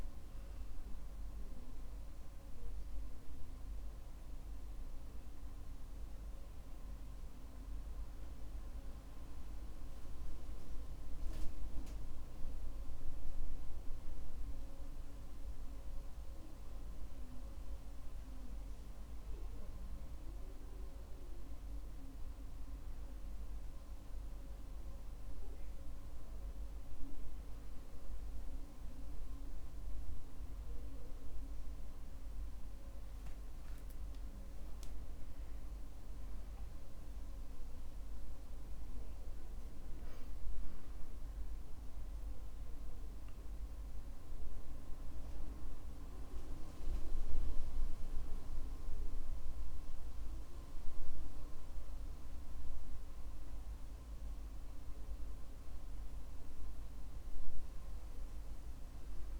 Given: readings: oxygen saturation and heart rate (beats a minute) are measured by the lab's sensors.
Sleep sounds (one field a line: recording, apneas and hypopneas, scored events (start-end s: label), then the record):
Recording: a person awake in a sleep study, hard to hear, by a room microphone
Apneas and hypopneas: none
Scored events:
none scored
From the record:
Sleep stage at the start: awake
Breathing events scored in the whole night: 252 in 4.3 hours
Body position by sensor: on the back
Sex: male